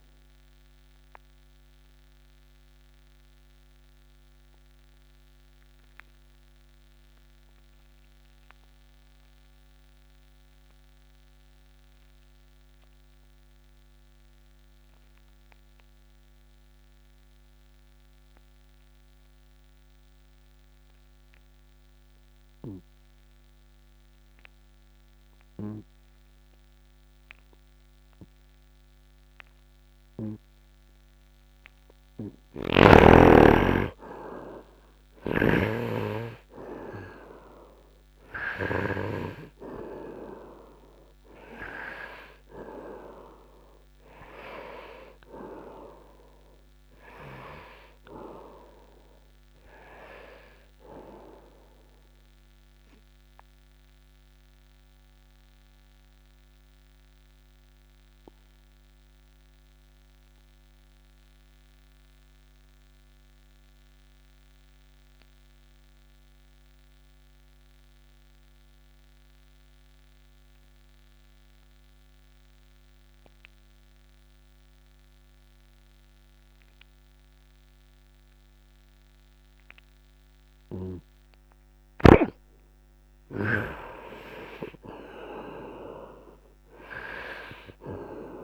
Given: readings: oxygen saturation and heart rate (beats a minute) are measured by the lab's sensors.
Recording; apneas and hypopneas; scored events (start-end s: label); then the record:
breathing in sleep by a microphone on the trachea; 2
0.00-15.50 s: oxygen desaturation (device-marked, oxygen 77% lowest, heart rate 56 extreme)
3.50-32.50 s: obstructive apnea (oxygen 99% before, 71% lowest, heart rate 66 before, 56 extreme, up 3 after)
21.50-66.50 s: oxygen desaturation (device-marked, oxygen 98% before, 71% lowest, heart rate 70 before, 56 extreme)
32.50-36.00 s: snoring (device-marked)
34.50-39.00 s: arousal
54.00-82.00 s: obstructive apnea (oxygen 95% before, 71% lowest, heart rate 67 before, 60 extreme, up 7 after)
76.50-88.44 s: oxygen desaturation (device-marked, oxygen 99% before, 75% lowest, heart rate 72 before, 54 extreme)
83.00-88.44 s: arousal
From the record:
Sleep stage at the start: N2 (light sleep); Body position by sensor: upright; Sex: male